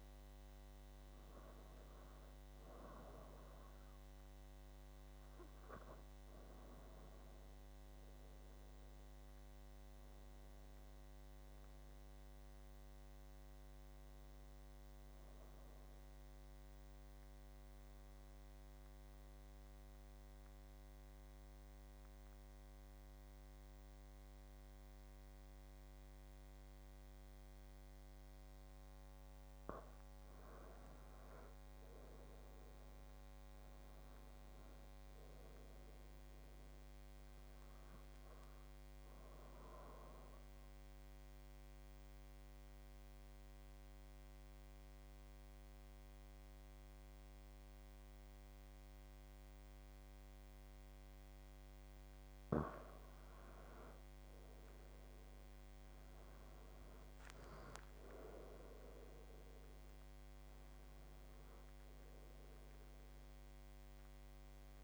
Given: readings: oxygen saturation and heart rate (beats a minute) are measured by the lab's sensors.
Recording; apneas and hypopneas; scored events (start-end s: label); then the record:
breathing in sleep, hard to hear, by a microphone on the trachea; 2
15.00-28.50 s: obstructive apnea (oxygen 93% before, 88% lowest, heart rate 77 before, 72 extreme, up 15 after)
31.00-34.00 s: arousal
36.00-54.00 s: oxygen desaturation (device-marked, oxygen 94% before, 88% lowest, heart rate 75 before, 60 extreme)
36.50-52.00 s: obstructive apnea (oxygen 94% before, 85% lowest, heart rate 75 before, 60 extreme, up 12 after)
55.00-58.50 s: arousal
56.00-64.84 s: oxygen desaturation (device-marked, oxygen 95% before, 89% lowest, heart rate 78 before, 60 extreme)
From the record:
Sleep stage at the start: N2 (light sleep); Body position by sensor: on the back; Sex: male